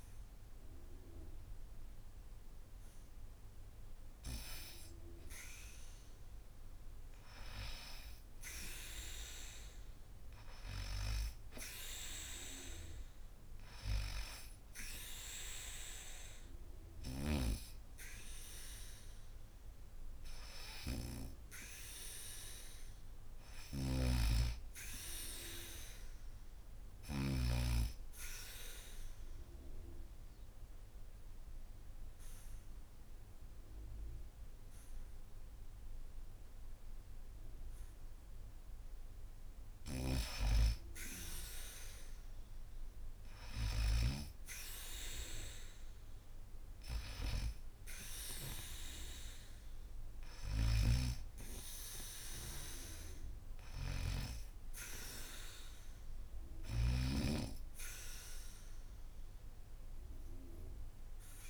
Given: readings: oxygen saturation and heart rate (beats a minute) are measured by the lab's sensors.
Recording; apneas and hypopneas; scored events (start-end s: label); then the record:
breathing in sleep by a room microphone; 1
0.00-14.00 s: oxygen desaturation (device-marked, oxygen 91% lowest, heart rate 74 extreme)
19.00-22.50 s: arousal
23.00-27.00 s: snoring (device-marked)
23.00-29.00 s: oxygen desaturation (device-marked, oxygen 95% before, 90% lowest, heart rate 77 before, 75 extreme)
27.50-38.50 s: obstructive apnea (oxygen 95% before, 89% lowest, heart rate 79 before, 75 extreme, up 0 after)
39.00-43.50 s: snoring (device-marked)
45.50-50.00 s: arousal
50.00-56.50 s: snoring (device-marked)
50.00-61.49 s: oxygen desaturation (device-marked, oxygen 97% before, 89% lowest, heart rate 79 before, 75 extreme)
From the record:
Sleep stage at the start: N2 (light sleep); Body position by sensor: on the back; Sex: female